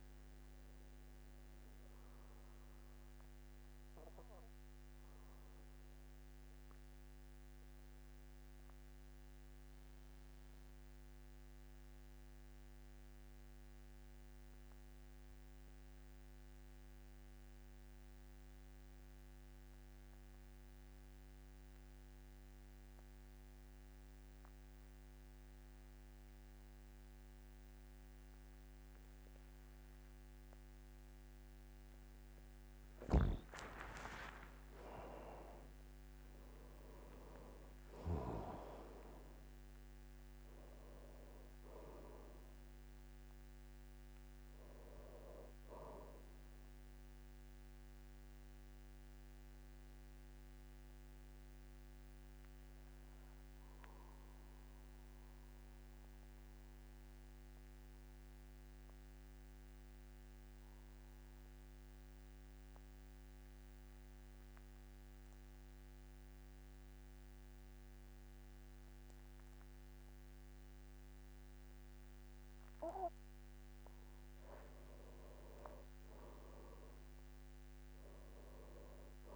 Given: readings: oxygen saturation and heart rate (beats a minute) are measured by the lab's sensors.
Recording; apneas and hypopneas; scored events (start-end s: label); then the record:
breathing in sleep by a microphone on the trachea; 2
0.00-14.50 s: oxygen desaturation (device-marked, oxygen 92% lowest, heart rate 46 extreme)
2.00-31.50 s: obstructive apnea (oxygen 99% before, 88% lowest, heart rate 56 before, 44 extreme, up 14 after)
28.50-63.50 s: oxygen desaturation (device-marked, oxygen 99% before, 88% lowest, heart rate 48 before, 44 extreme)
34.00-38.00 s: arousal
48.50-74.50 s: mixed apnea (oxygen 99% before, 88% lowest, heart rate 57 before, 45 extreme, up 10 after)
75.50-79.36 s: arousal
From the record:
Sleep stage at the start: N2 (light sleep); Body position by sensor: on the back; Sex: male